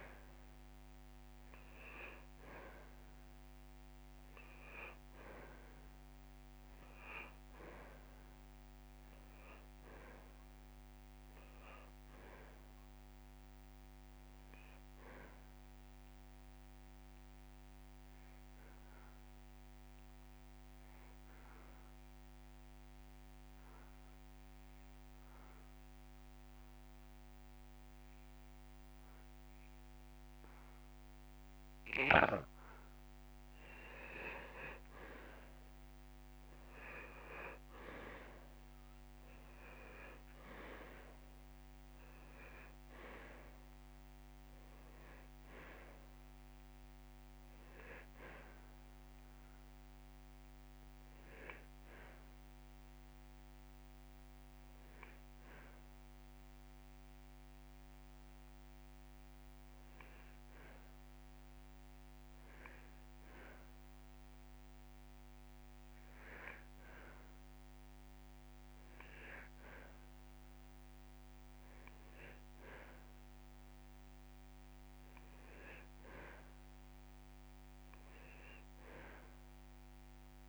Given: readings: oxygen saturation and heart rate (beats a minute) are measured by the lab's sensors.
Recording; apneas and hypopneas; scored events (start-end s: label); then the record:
breathing in sleep by a microphone on the trachea; 2
0.00-3.00 s: oxygen desaturation (device-marked, oxygen 87% lowest)
11.50-13.50 s: long interval between heartbeats (device-marked)
18.00-33.50 s: obstructive apnea (oxygen 99% before, 88% lowest)
36.00-39.00 s: arousal
42.00-66.00 s: oxygen desaturation (device-marked, oxygen 97% before, 88% lowest)
55.50-74.00 s: hypopnea (oxygen 97% before, 88% lowest)
59.50-61.50 s: long interval between heartbeats (device-marked)
76.00-79.00 s: arousal
From the record:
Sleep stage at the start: N2 (light sleep); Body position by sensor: on the back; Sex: male